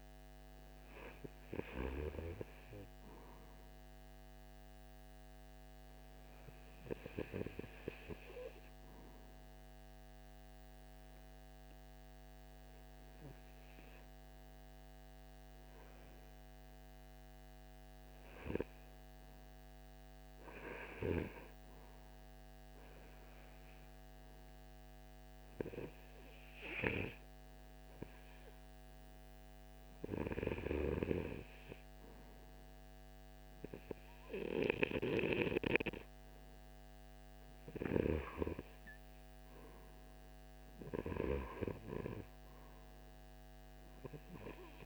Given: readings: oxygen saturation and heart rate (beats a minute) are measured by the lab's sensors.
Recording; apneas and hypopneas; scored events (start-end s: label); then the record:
breathing in sleep by a microphone on the trachea; 1
3.00-15.50 s: obstructive apnea (oxygen 92% before, 90% lowest)
16.00-20.50 s: arousal
From the record:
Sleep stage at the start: REM sleep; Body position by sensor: on the front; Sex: male